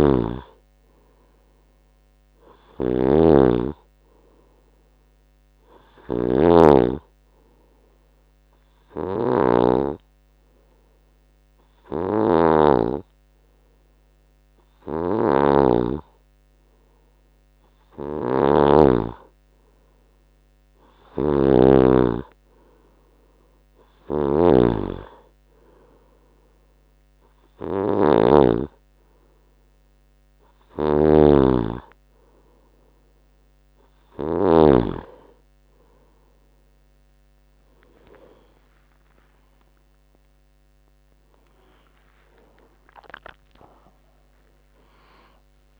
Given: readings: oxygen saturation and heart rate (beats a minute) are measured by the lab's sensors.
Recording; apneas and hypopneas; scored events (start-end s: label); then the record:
breathing in sleep by a microphone on the trachea; 1
0.00-10.00 s: snoring (device-marked)
7.50-18.00 s: obstructive apnea (oxygen 95% before, 92% lowest, heart rate 74 before, 73 extreme, up 3 after)
12.00-35.00 s: snoring (device-marked)
20.00-22.50 s: arousal
38.00-43.50 s: arousal
From the record:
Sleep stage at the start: N2 (light sleep); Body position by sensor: on the right side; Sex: male